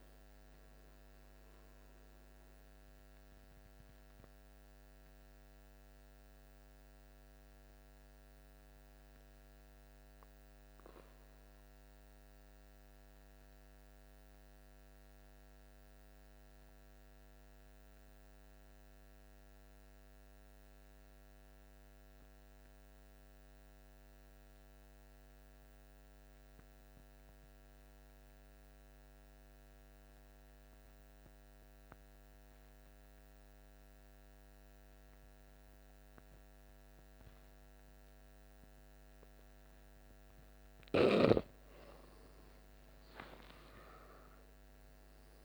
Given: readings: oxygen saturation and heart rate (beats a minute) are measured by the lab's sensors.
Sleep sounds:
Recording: breathing in sleep, hard to hear, by a microphone on the trachea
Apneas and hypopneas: 1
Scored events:
0.00-14.00 s: oxygen desaturation (device-marked, oxygen 83% lowest, heart rate 51 extreme)
3.50-40.00 s: obstructive apnea (oxygen 98% before, 82% lowest, heart rate 61 before, 51 extreme, up 11 after)
33.00-45.45 s: oxygen desaturation (device-marked, oxygen 99% before, 82% lowest, heart rate 54 before, 51 extreme)
42.50-45.45 s: arousal
From the record:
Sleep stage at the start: N2 (light sleep)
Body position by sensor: on the back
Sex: male

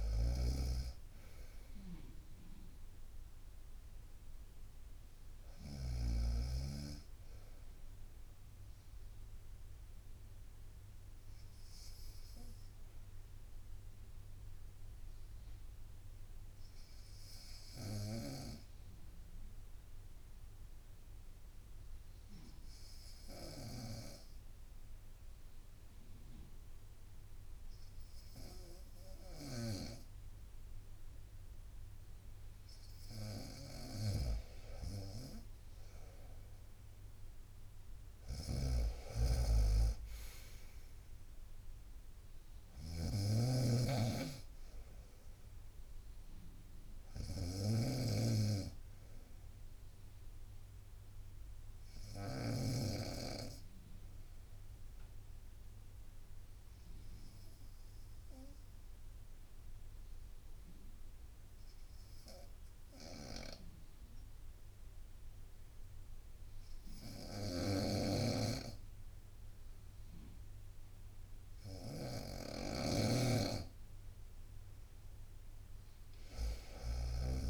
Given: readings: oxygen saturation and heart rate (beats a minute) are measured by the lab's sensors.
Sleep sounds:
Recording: breathing in sleep by a room microphone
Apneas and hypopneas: 2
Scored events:
0.00-7.00 s: oxygen desaturation (device-marked, oxygen 89% lowest, heart rate 58 extreme)
2.00-6.00 s: bradycardia (device-marked, heart rate 63 before, 59 extreme)
9.50-32.00 s: obstructive apnea (oxygen 95% before, 92% lowest, heart rate 66 before, 58 extreme, up 4 after)
18.00-26.00 s: bradycardia (device-marked, heart rate 63 before, 58 extreme)
29.00-52.50 s: snoring (device-marked)
35.50-40.00 s: arousal
40.00-53.00 s: drop in pulse transit time (device-marked, heart rate 60 before, 61 extreme)
43.00-62.00 s: oxygen desaturation (device-marked, oxygen 96% before, 93% lowest, heart rate 60 before, 60 extreme)
53.00-73.00 s: obstructive apnea (oxygen 98% before, 93% lowest, heart rate 62 before, 60 extreme, up 4 after)
67.00-77.50 s: snoring (device-marked)
76.00-77.50 s: arousal
From the record:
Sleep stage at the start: N2 (light sleep)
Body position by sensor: on the right side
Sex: female

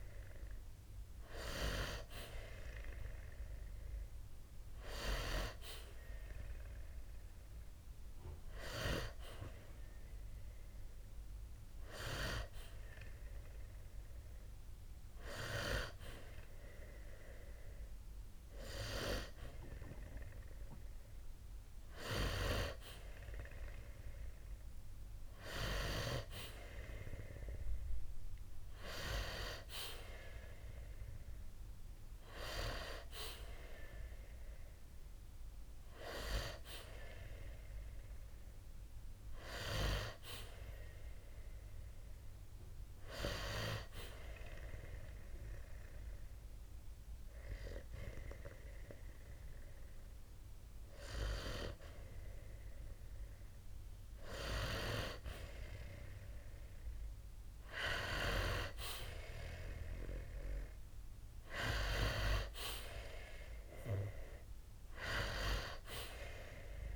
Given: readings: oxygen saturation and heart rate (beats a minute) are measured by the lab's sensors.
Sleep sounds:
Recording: breathing in sleep by a room microphone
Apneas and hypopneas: 1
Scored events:
44.50-54.50 s: hypopnea (oxygen 92% before, 88% lowest, heart rate 63 before, 61 extreme, up 3 after)
56.50-60.50 s: arousal
62.50-66.96 s: oxygen desaturation (device-marked, oxygen 93% before, 88% lowest, heart rate 65 before, 61 extreme)
From the record:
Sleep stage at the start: N2 (light sleep)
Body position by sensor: on the back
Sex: male

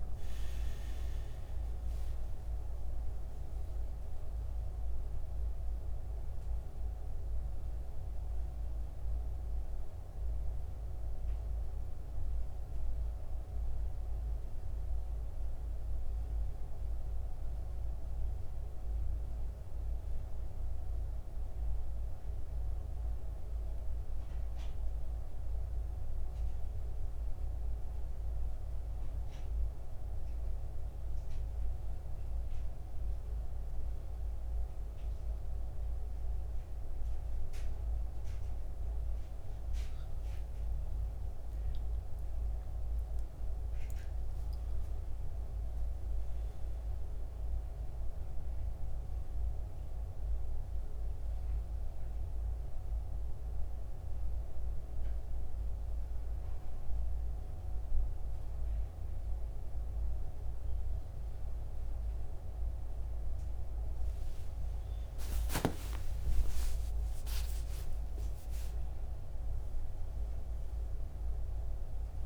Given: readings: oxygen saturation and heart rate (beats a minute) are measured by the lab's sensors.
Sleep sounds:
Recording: breathing in sleep, hard to hear, by a room microphone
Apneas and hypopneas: 1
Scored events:
32.50-43.00 s: hypopnea (oxygen 96% before, 91% lowest, heart rate 72 before, 66 extreme, up 10 after)
44.50-48.50 s: arousal
45.00-66.00 s: oxygen desaturation (device-marked, oxygen 96% before, 91% lowest, heart rate 69 before, 72 extreme)
63.50-67.00 s: arousal
From the record:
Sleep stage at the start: N1 (lightest sleep)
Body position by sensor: on the back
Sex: male

